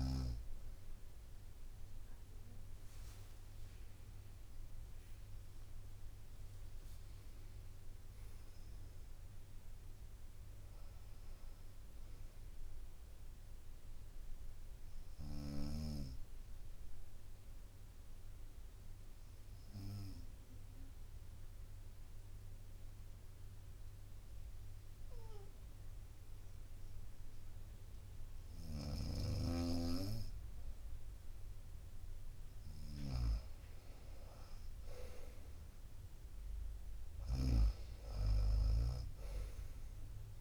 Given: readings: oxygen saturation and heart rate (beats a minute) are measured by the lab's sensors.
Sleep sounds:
breathing in sleep by a room microphone; 1
0.00-13.50 s: drop in pulse transit time (device-marked, heart rate 61 extreme)
3.00-7.00 s: arousal
3.50-5.50 s: long interval between heartbeats (device-marked, heart rate 63 before, 80 extreme)
13.50-15.50 s: bradycardia (device-marked, heart rate 71 before, 60 extreme)
14.50-31.50 s: obstructive apnea (oxygen 96% before, 92% lowest, heart rate 69 before, 58 extreme, up 13 after)
28.50-40.41 s: snoring (device-marked)
29.50-40.41 s: drop in pulse transit time (device-marked, heart rate 61 before, 62 extreme)
34.00-37.50 s: arousal
37.50-39.50 s: long interval between heartbeats (device-marked, heart rate 62 before, 72 extreme)
From the record:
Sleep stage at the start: N2 (light sleep); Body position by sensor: on the right side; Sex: female

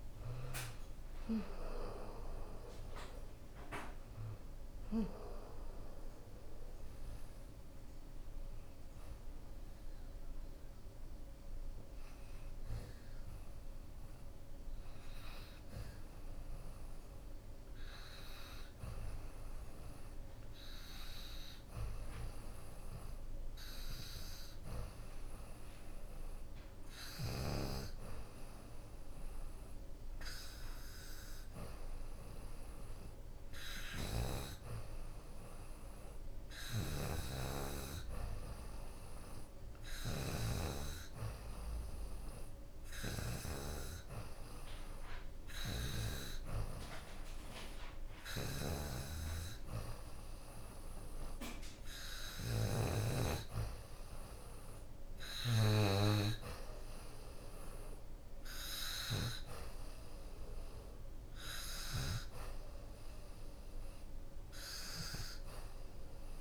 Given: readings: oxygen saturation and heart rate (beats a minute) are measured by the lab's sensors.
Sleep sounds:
breathing in sleep by a room microphone; 1
0.00-9.50 s: drop in pulse transit time (device-marked, heart rate 79 extreme)
0.00-18.50 s: oxygen desaturation (device-marked, oxygen 85% lowest, heart rate 68 extreme)
7.00-48.00 s: hypopnea (oxygen 92% before, 85% lowest, heart rate 82 before, 68 extreme, up 6 after)
24.50-50.50 s: oxygen desaturation (device-marked, oxygen 95% before, 87% lowest, heart rate 75 before, 73 extreme)
48.50-52.50 s: arousal
51.50-62.50 s: drop in pulse transit time (device-marked, heart rate 79 before, 79 extreme)
From the record:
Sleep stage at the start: N2 (light sleep); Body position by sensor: on the back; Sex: female

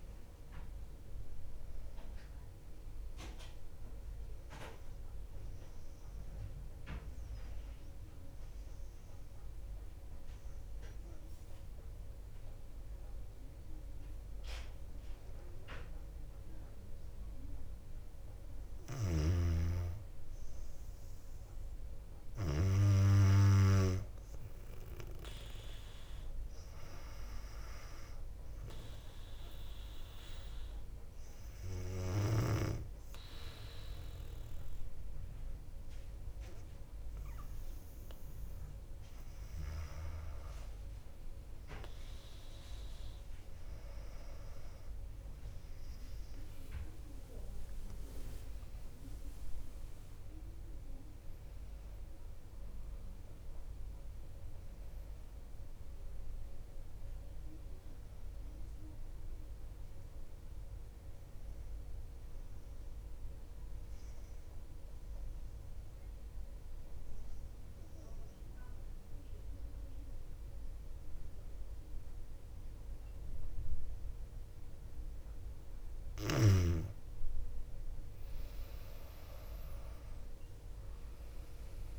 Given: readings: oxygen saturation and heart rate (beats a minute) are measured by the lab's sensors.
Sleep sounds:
breathing in sleep by a room microphone; 3
7.50-19.00 s: mixed apnea (oxygen 99% before, 95% lowest, heart rate 62 before, 59 extreme, up 2 after)
19.00-22.50 s: snoring (device-marked)
21.50-25.50 s: arousal
25.50-44.50 s: oxygen desaturation (device-marked, oxygen 99% before, 95% lowest, heart rate 59 before, 57 extreme)
28.50-39.00 s: obstructive apnea (oxygen 100% before, 93% lowest, heart rate 60 before, 60 extreme, up 0 after)
47.50-52.50 s: arousal
64.50-77.00 s: mixed apnea (oxygen 98% before, 93% lowest, heart rate 63 before, 56 extreme, up 8 after)
69.50-81.99 s: new sleep stage, REM sleep
79.00-81.99 s: arousal
From the record:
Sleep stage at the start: N2 (light sleep); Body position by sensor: on the back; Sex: female

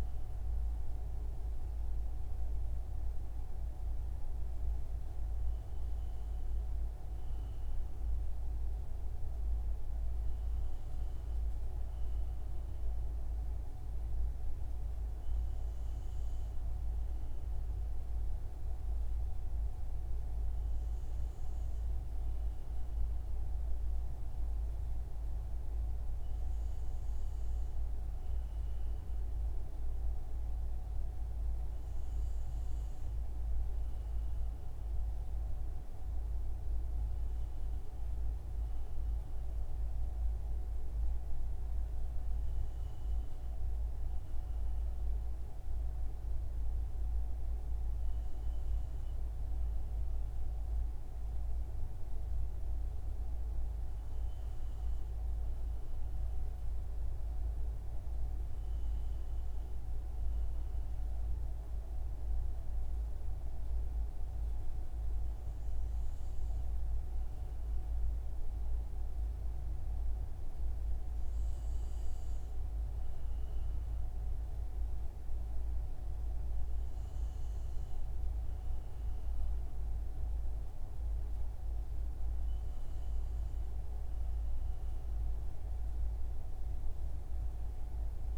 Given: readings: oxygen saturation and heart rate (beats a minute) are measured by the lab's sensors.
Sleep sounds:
breathing in sleep, hard to hear, by a room microphone; none
none scored
From the record:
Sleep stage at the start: REM sleep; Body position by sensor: on the front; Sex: male

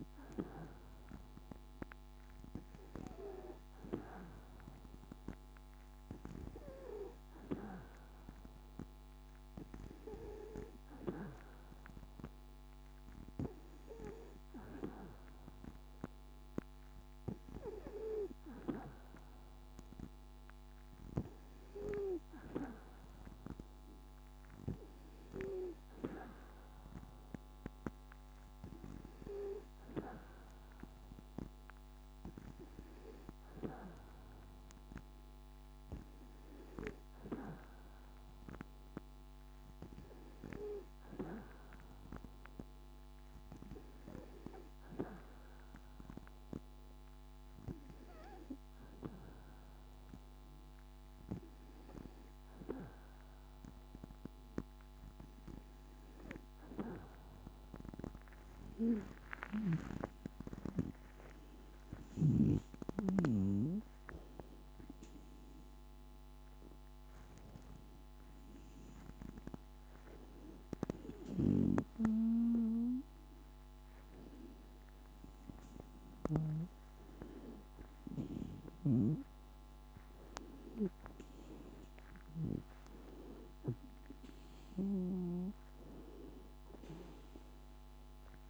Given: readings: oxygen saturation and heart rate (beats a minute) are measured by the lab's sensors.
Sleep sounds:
a person partly awake in a sleep study, by a microphone on the trachea; none
52.50-88.50 s: new sleep stage, awake
From the record:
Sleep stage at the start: N2 (light sleep); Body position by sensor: on the back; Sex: female

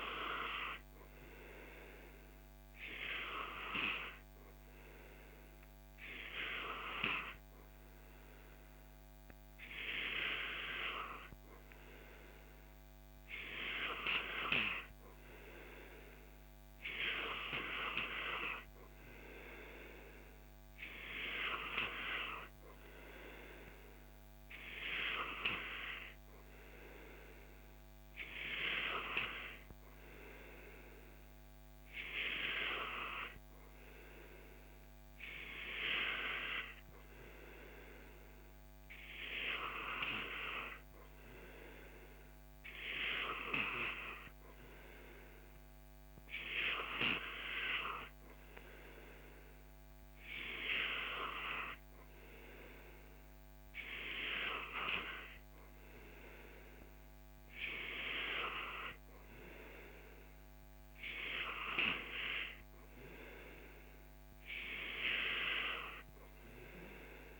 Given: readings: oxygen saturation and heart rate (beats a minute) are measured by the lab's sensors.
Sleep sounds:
breathing in sleep by a microphone on the trachea; none
none scored
From the record:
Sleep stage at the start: N2 (light sleep); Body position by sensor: on the back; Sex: male

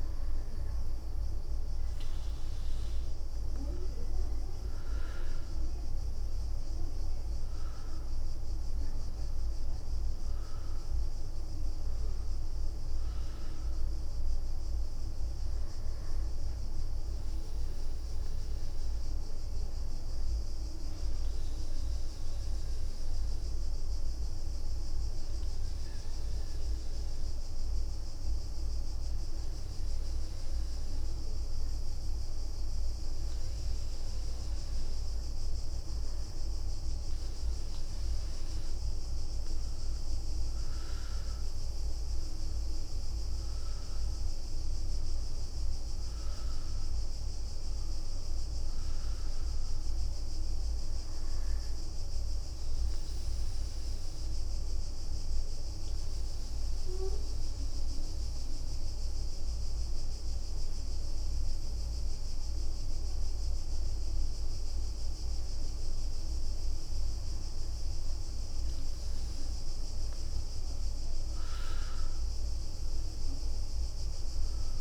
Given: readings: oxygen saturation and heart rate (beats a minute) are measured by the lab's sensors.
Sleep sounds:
breathing in sleep, hard to hear, by a room microphone; 2
2.50-7.00 s: arousal
13.50-17.50 s: bradycardia (device-marked, heart rate 67 before, 59 extreme)
20.00-35.00 s: hypopnea (oxygen 97% before, 97% lowest, heart rate 66 before, 58 extreme, up 7 after)
34.50-36.00 s: leg movement (device-marked)
38.00-40.00 s: leg movement (device-marked)
40.00-43.50 s: arousal
42.00-46.00 s: leg movement (device-marked)
49.00-50.00 s: leg movement (device-marked)
50.50-64.50 s: bradycardia (device-marked, heart rate 67 before, 58 extreme)
51.00-52.50 s: leg movement (device-marked)
53.50-54.50 s: leg movement (device-marked)
54.00-65.50 s: hypopnea (oxygen 99% before, 96% lowest, heart rate 64 before, 58 extreme, up 11 after)
68.50-73.00 s: arousal
From the record:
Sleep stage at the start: N2 (light sleep); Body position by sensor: on the front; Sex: female

